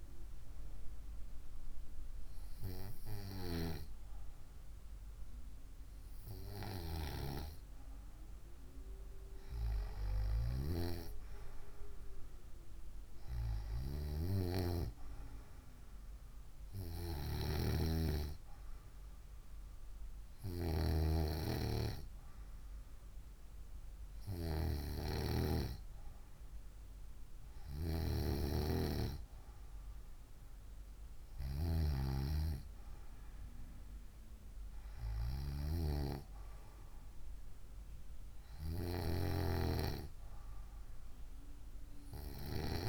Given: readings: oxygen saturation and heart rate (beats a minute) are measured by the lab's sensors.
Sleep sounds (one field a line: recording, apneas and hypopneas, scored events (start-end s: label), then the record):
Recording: breathing in sleep by a room microphone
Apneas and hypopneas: none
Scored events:
none scored
From the record:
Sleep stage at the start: N2 (light sleep)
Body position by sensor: on the right side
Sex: female